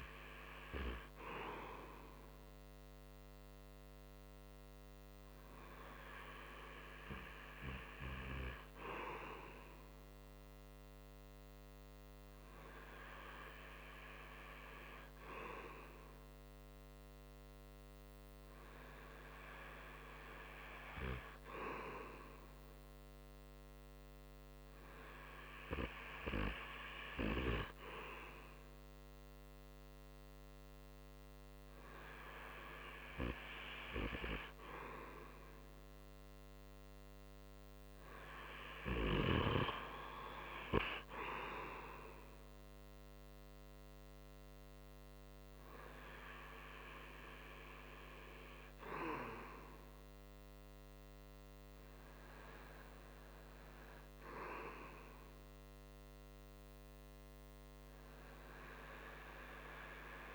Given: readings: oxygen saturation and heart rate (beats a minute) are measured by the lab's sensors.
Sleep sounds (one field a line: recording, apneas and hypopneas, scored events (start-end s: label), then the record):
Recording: breathing in sleep by a microphone on the trachea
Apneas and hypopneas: none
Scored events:
41.50-60.35 s: new sleep stage, REM sleep
46.50-55.50 s: oxygen desaturation (device-marked, oxygen 95% before, 92% lowest, heart rate 80 before, 69 extreme)
From the record:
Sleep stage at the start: N2 (light sleep)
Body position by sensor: on the front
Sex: male